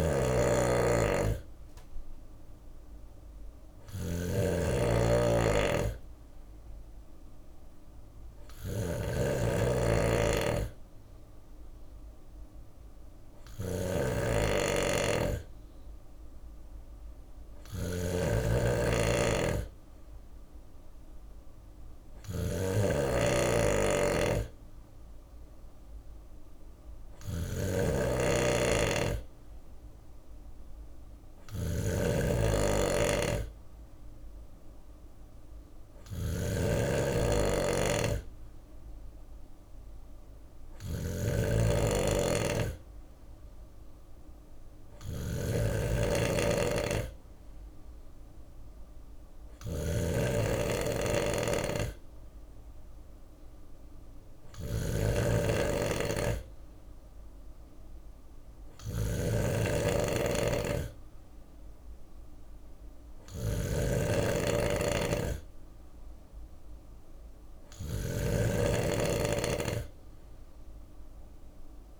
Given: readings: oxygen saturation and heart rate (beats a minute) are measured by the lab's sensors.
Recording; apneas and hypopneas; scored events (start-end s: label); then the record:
breathing in sleep by a room microphone; none
0.00-72.00 s: snoring (device-marked)
48.50-52.50 s: bradycardia (device-marked, heart rate 62 before, 59 extreme)
From the record:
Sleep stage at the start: N3 (deep sleep); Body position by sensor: on the left side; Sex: male